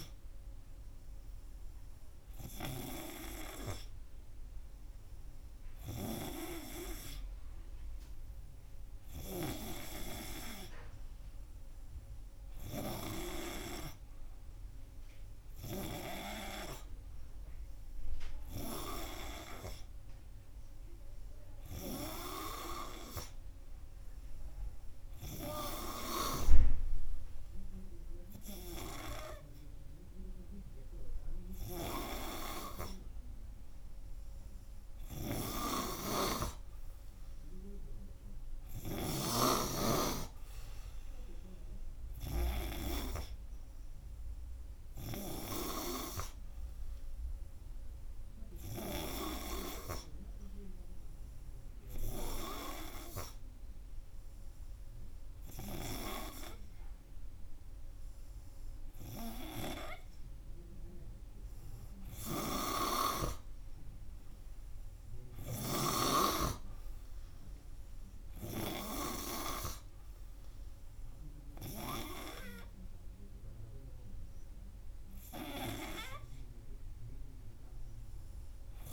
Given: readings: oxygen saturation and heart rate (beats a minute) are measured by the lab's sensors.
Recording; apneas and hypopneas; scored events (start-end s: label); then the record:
breathing in sleep by a room microphone; none
none scored
From the record:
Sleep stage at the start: N3 (deep sleep); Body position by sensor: on the front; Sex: male